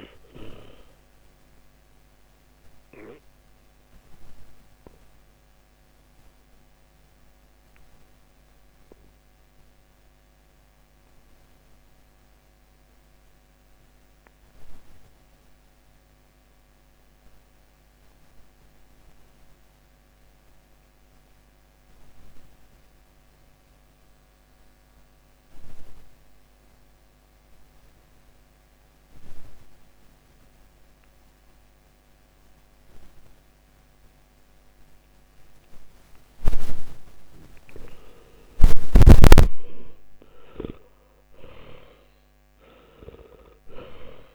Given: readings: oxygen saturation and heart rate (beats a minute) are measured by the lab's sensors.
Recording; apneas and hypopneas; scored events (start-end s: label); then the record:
breathing in sleep by a microphone on the trachea; 1
0.00-31.00 s: oxygen desaturation (device-marked, oxygen 78% lowest, heart rate 51 extreme)
1.00-37.00 s: obstructive apnea (oxygen 98% before, 78% lowest, heart rate 65 before, 49 extreme, up 15 after)
38.50-42.00 s: arousal
From the record:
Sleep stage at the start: N2 (light sleep); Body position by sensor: on the back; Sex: male